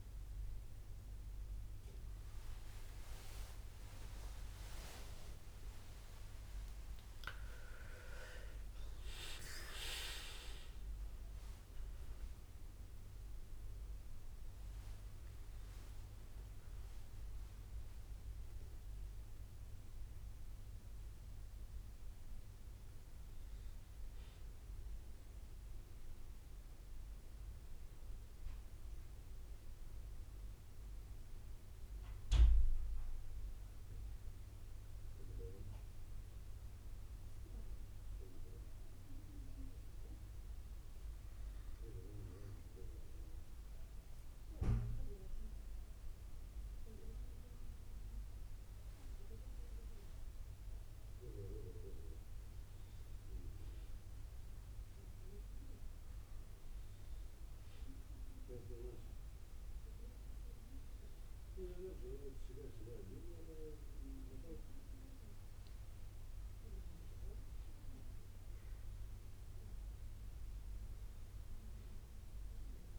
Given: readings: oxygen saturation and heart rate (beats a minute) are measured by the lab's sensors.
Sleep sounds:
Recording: a person partly awake in a sleep study, by a room microphone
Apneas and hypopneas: 1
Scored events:
1.50-7.50 s: tachycardia (device-marked, heart rate 60 before, 119 extreme)
2.00-4.00 s: long interval between heartbeats (device-marked, heart rate 66 before, 71 extreme)
4.00-6.00 s: long interval between heartbeats (device-marked, heart rate 66 before, 96 extreme)
6.50-19.50 s: drop in pulse transit time (device-marked, heart rate 71 before, 63 extreme)
7.00-9.00 s: long interval between heartbeats (device-marked, heart rate 71 before, 119 extreme)
21.50-72.99 s: new sleep stage, N1 (lightest sleep)
24.50-34.50 s: central apnea (oxygen 99% before, 96% lowest, heart rate 80 before, 58 extreme, up 2 after)
25.50-38.50 s: bradycardia (device-marked, heart rate 61 before, 58 extreme)
38.50-43.00 s: arousal
39.50-50.50 s: drop in pulse transit time (device-marked, heart rate 59 before, 59 extreme)
59.50-63.50 s: bradycardia (device-marked, heart rate 62 before, 59 extreme)
From the record:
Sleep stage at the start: awake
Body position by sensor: on the back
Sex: male

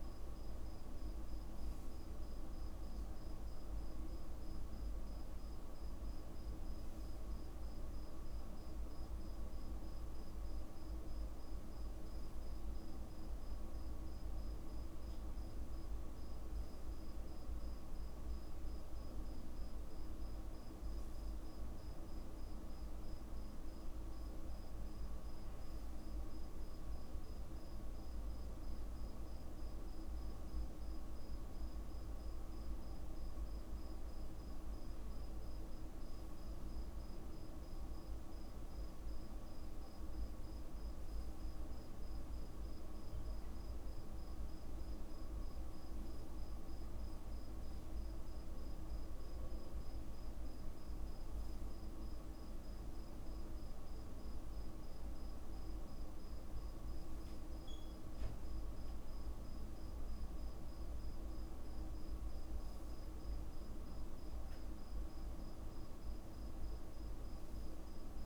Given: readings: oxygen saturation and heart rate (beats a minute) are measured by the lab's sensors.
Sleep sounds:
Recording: breathing in sleep, hard to hear, by a room microphone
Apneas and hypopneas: none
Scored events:
0.50-2.50 s: long interval between heartbeats (device-marked, heart rate 57 before, 56 extreme)
38.50-40.50 s: long interval between heartbeats (device-marked, heart rate 55 before, 54 extreme)
44.00-46.00 s: long interval between heartbeats (device-marked, heart rate 53 before, 44 extreme)
48.50-50.50 s: long interval between heartbeats (device-marked, heart rate 50 before, 45 extreme)
From the record:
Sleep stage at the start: N2 (light sleep)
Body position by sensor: on the back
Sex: male

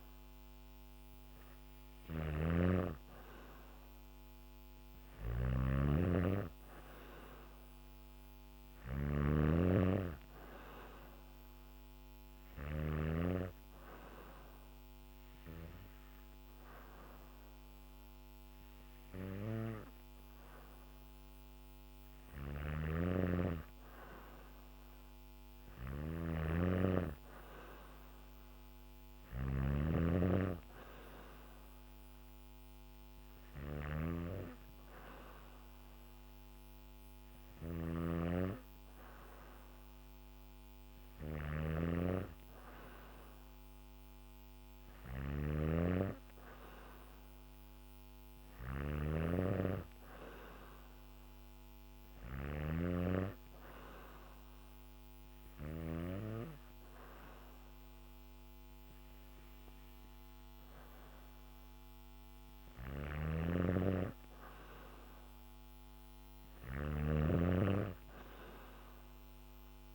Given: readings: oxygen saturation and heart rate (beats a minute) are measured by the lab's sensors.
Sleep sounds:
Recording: breathing in sleep by a microphone on the trachea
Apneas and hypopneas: none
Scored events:
0.00-12.50 s: snoring (device-marked)
21.50-52.00 s: snoring (device-marked)
62.00-69.95 s: snoring (device-marked)
From the record:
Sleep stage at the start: N2 (light sleep)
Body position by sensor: on the back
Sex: female

